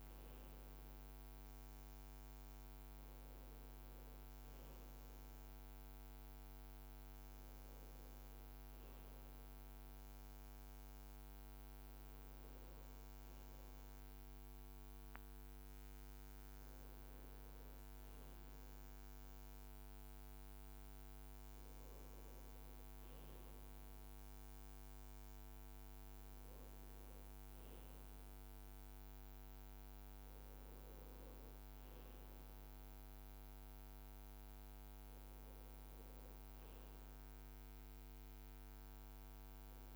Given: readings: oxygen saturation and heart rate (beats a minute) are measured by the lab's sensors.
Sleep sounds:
breathing in sleep, hard to hear, by a microphone on the trachea; none
none scored
From the record:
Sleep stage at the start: N1 (lightest sleep); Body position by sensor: on the right side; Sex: male

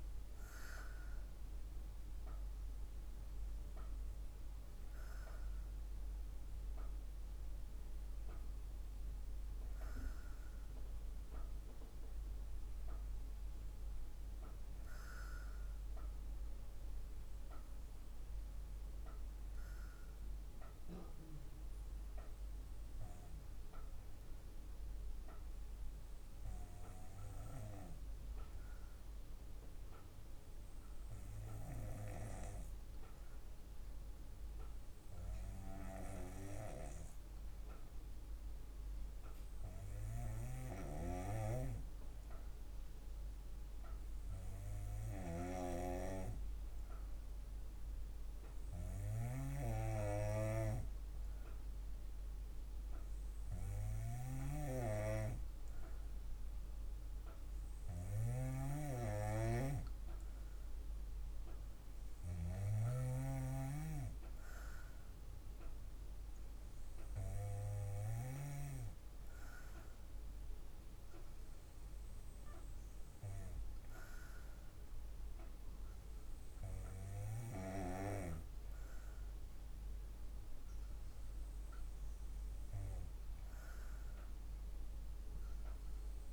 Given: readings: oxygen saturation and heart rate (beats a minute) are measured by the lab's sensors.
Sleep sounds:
breathing in sleep by a room microphone; 1
16.00-41.00 s: hypopnea (oxygen 96% before, 93% lowest, heart rate 52 before, 55 extreme, up 2 after)
49.00-53.00 s: arousal
From the record:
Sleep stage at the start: N2 (light sleep); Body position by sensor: on the back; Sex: female

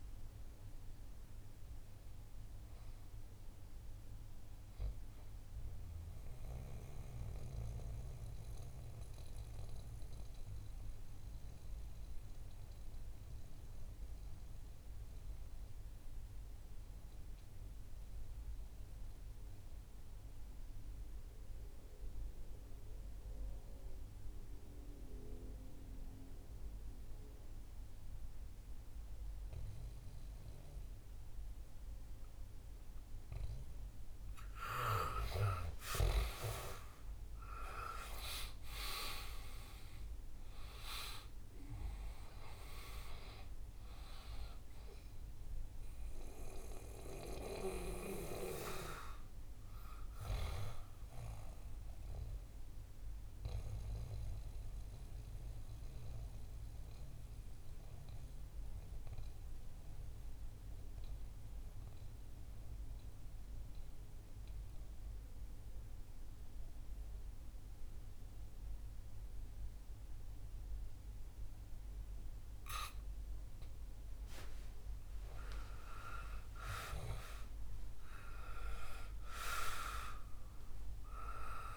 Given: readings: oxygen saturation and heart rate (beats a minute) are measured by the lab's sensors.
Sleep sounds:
breathing in sleep by a room microphone; 2
0.00-7.00 s: oxygen desaturation (device-marked, oxygen 93% lowest, heart rate 61 extreme)
5.00-34.00 s: mixed apnea (oxygen 98% before, 88% lowest, heart rate 66 before, 61 extreme, up 11 after)
35.50-40.50 s: arousal
39.00-65.00 s: oxygen desaturation (device-marked, oxygen 98% before, 88% lowest, heart rate 66 before, 62 extreme)
52.50-73.50 s: central apnea (oxygen 98% before, 88% lowest, heart rate 67 before, 61 extreme, up 5 after)
75.00-80.00 s: arousal
From the record:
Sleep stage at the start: N2 (light sleep); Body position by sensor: on the back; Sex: male

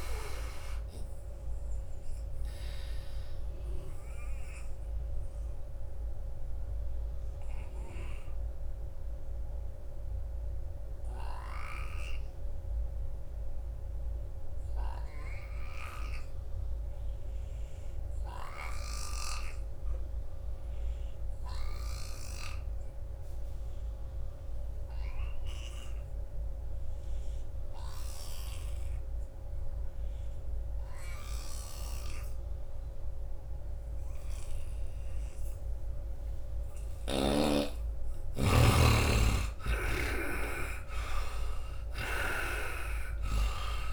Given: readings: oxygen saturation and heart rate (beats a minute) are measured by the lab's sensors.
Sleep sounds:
breathing in sleep by a room microphone; 1
0.00-13.50 s: oxygen desaturation (device-marked, oxygen 73% lowest, heart rate 66 extreme)
4.00-36.00 s: obstructive apnea (oxygen 98% before, 71% lowest, heart rate 84 before, 66 extreme, up 22 after)
18.50-22.00 s: snoring (device-marked)
22.50-43.93 s: oxygen desaturation (device-marked, oxygen 98% before, 71% lowest, heart rate 85 before, 66 extreme)
31.00-37.00 s: snoring (device-marked)
37.50-42.50 s: arousal
38.00-40.00 s: long interval between heartbeats (device-marked, heart rate 78 before, 74 extreme)
From the record:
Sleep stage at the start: N2 (light sleep); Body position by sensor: on the right side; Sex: male

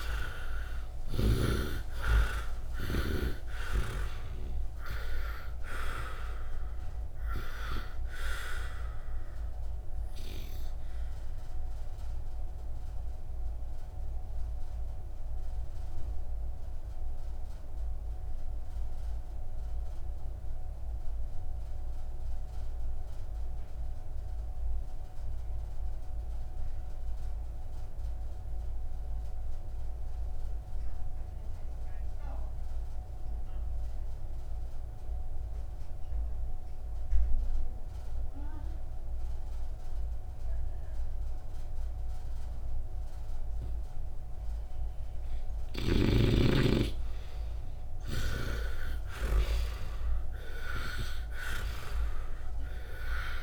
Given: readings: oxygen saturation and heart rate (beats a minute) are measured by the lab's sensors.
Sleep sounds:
breathing in sleep by a room microphone; 1
0.00-1.00 s: arousal
0.00-39.00 s: oxygen desaturation (device-marked, oxygen 76% lowest, heart rate 50 extreme)
8.50-44.50 s: obstructive apnea (oxygen 97% before, 70% lowest, heart rate 57 before, 51 extreme, up 6 after)
46.00-49.50 s: arousal
47.00-53.43 s: oxygen desaturation (device-marked, oxygen 94% before, 70% lowest, heart rate 60 before, 54 extreme)
From the record:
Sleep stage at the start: N2 (light sleep); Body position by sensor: on the right side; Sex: male

